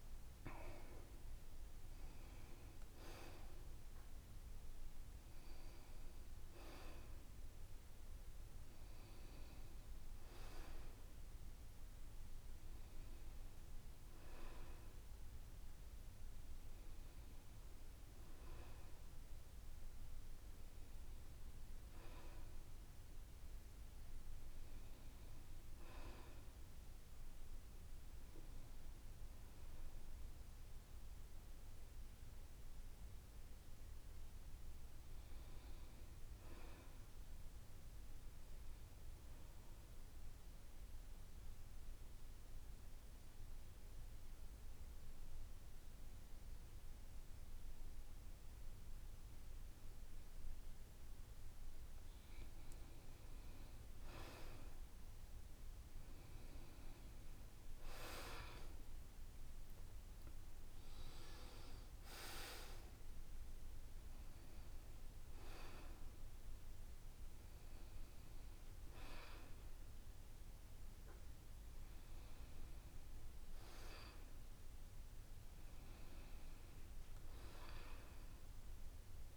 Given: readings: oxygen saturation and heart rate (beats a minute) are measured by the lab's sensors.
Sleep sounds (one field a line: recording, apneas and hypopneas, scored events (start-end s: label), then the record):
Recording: breathing in sleep by a room microphone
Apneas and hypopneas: 1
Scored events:
29.50-33.50 s: arousal
40.00-52.50 s: central apnea (oxygen 93% before, 87% lowest, heart rate 75 before, 73 extreme, up 5 after)
56.50-73.50 s: oxygen desaturation (device-marked, oxygen 92% before, 87% lowest, heart rate 74 before, 73 extreme)
57.00-61.50 s: arousal
From the record:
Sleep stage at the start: N2 (light sleep)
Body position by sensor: on the back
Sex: male